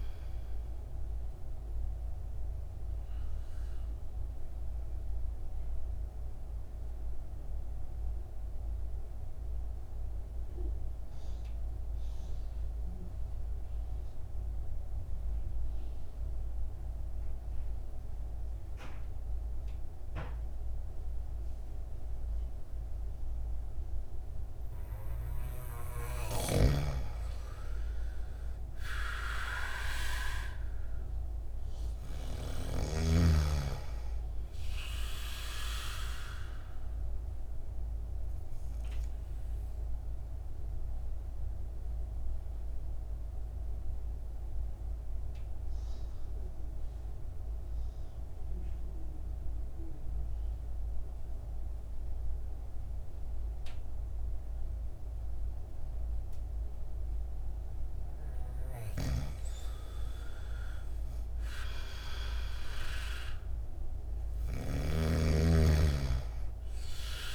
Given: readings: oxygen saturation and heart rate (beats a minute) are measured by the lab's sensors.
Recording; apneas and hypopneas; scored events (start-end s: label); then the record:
breathing in sleep by a room microphone; 2
0.00-24.50 s: oxygen desaturation (device-marked, oxygen 83% lowest, heart rate 52 extreme)
2.50-27.00 s: mixed apnea (oxygen 99% before, 83% lowest, heart rate 58 before, 52 extreme, up 9 after)
29.50-32.00 s: arousal
38.00-59.00 s: mixed apnea (oxygen 99% before, 87% lowest, heart rate 58 before, 51 extreme, up 8 after)
38.50-60.50 s: oxygen desaturation (device-marked, oxygen 97% before, 87% lowest, heart rate 58 before, 51 extreme)
61.00-64.00 s: arousal
From the record:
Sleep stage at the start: N2 (light sleep); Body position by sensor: on the back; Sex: male